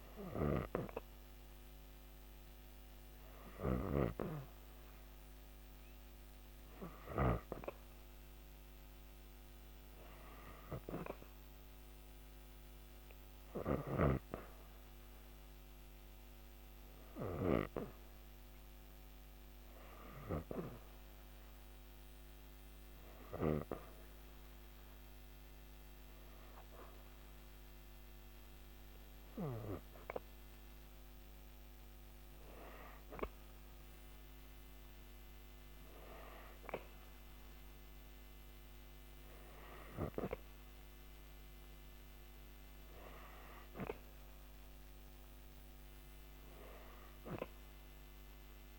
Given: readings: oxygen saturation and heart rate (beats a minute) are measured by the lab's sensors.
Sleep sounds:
breathing in sleep by a microphone on the trachea; none
none scored
From the record:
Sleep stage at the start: N2 (light sleep); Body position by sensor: on the back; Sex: female

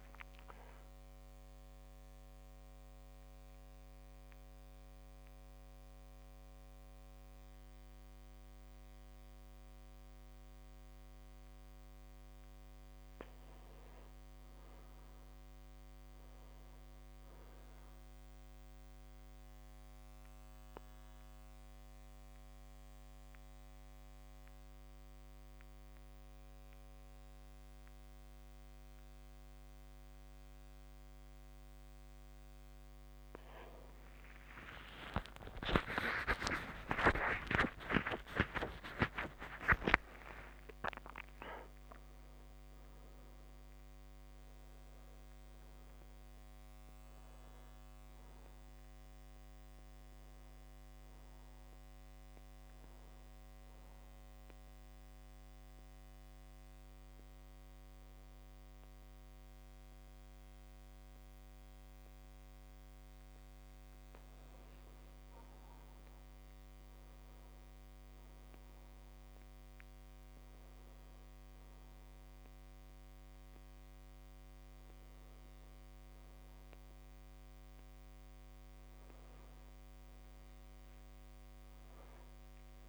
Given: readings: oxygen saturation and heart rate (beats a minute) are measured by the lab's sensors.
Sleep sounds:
breathing in sleep by a microphone on the trachea; 2
0.00-7.00 s: oxygen desaturation (device-marked, oxygen 99% before, 94% lowest)
1.00-12.00 s: central apnea (oxygen 99% before, 95% lowest)
14.00-17.50 s: arousal
19.50-32.50 s: mixed apnea (oxygen 99% before, 95% lowest)
35.00-40.50 s: arousal
37.00-39.00 s: long interval between heartbeats (device-marked)
49.00-67.00 s: oxygen desaturation (device-marked, oxygen 98% before, 95% lowest)
79.50-82.89 s: arousal
From the record:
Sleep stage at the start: N2 (light sleep); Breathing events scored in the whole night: 301 in 3.3 hours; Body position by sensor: on the back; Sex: male

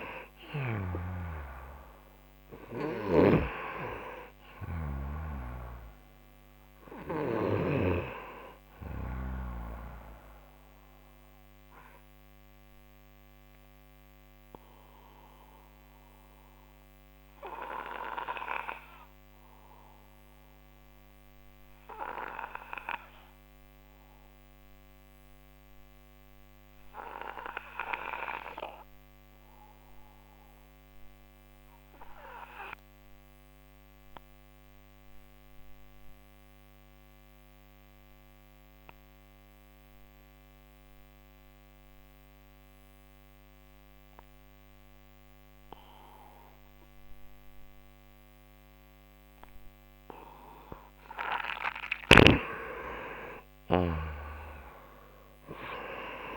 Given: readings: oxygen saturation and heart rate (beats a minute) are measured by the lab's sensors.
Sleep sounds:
breathing in sleep by a microphone on the trachea; 1
0.00-8.00 s: snoring (device-marked)
0.00-29.00 s: oxygen desaturation (device-marked, oxygen 90% lowest)
10.00-50.50 s: obstructive apnea (oxygen 97% before, 88% lowest)
53.00-56.37 s: arousal
From the record:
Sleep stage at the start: N2 (light sleep); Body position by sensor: on the right side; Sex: male

